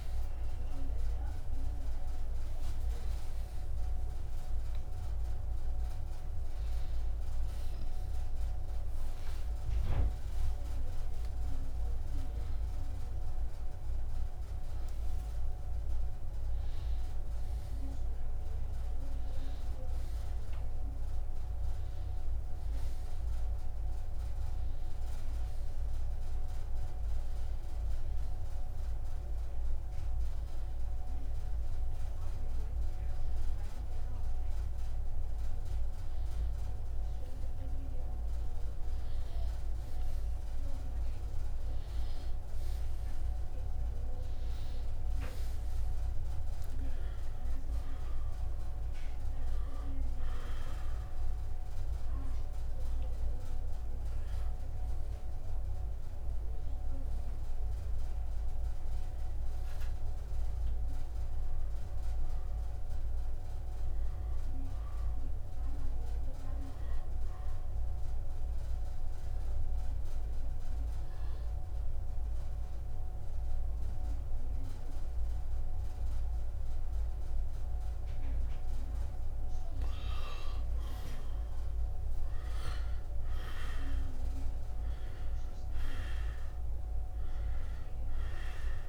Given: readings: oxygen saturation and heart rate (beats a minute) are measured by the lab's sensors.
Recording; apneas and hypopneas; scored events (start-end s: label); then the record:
a person partly awake in a sleep study, hard to hear, by a room microphone; 1
15.00-17.00 s: long interval between heartbeats (device-marked, heart rate 76 before, 82 extreme)
19.50-21.50 s: long interval between heartbeats (device-marked, heart rate 78 before, 79 extreme)
38.00-88.89 s: new sleep stage, N1 (lightest sleep)
43.00-58.00 s: oxygen desaturation (device-marked, oxygen 98% before, 94% lowest, heart rate 70 before, 66 extreme)
68.50-79.50 s: hypopnea (oxygen 97% before, 89% lowest, heart rate 70 before, 65 extreme)
81.50-85.00 s: arousal
86.00-88.89 s: oxygen desaturation (device-marked, oxygen 95% before, 89% lowest, heart rate 68 before, 68 extreme)
From the record:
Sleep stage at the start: awake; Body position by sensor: on the right side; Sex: male